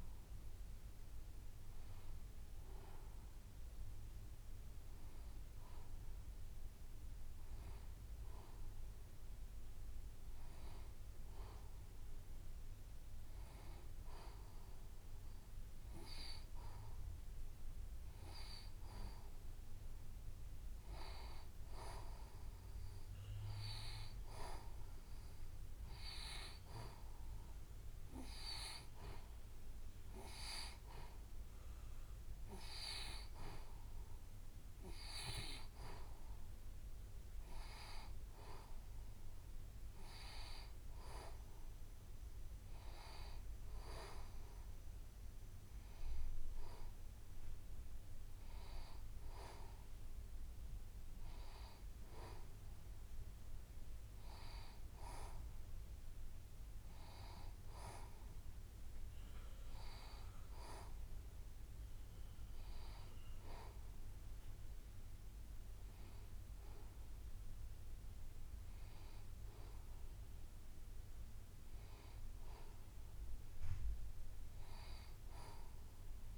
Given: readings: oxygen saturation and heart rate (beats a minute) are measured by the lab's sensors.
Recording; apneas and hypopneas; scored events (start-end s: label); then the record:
breathing in sleep by a room microphone; none
69.00-73.50 s: arousal
69.50-71.50 s: long interval between heartbeats (device-marked, heart rate 78 before, 76 extreme)
From the record:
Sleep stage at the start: N2 (light sleep); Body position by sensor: on the right side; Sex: female